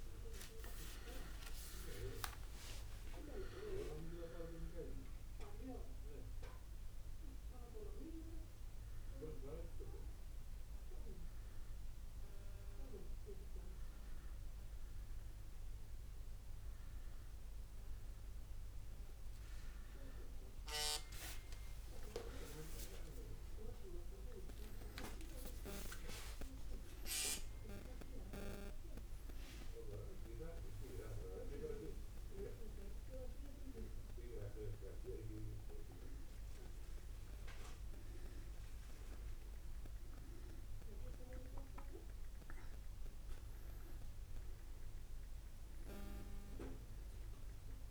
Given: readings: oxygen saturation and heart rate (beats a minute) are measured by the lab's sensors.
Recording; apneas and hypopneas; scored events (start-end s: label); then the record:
a person awake in a sleep study, by a room microphone; none
none scored
From the record:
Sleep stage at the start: awake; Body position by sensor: on the back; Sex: male